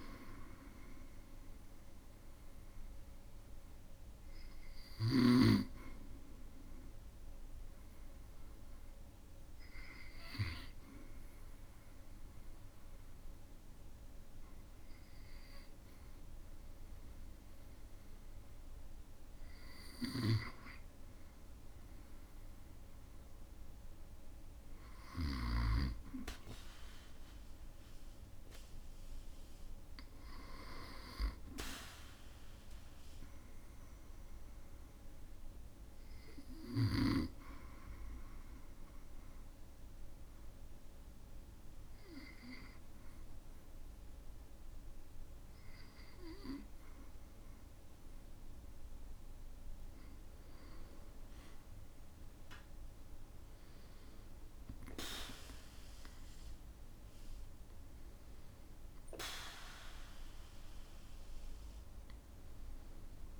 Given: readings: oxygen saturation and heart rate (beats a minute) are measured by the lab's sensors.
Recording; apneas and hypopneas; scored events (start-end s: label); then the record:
breathing in sleep by a room microphone; 2
0.00-30.00 s: oxygen desaturation (device-marked, oxygen 89% lowest, heart rate 57 extreme)
6.50-19.00 s: hypopnea (oxygen 97% before, 89% lowest, heart rate 62 before, 58 extreme, up 4 after)
21.50-25.00 s: arousal
35.00-48.50 s: hypopnea (oxygen 95% before, 92% lowest, heart rate 61 before, 57 extreme, up 9 after)
50.50-54.00 s: arousal
From the record:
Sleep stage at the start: REM sleep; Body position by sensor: on the back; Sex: male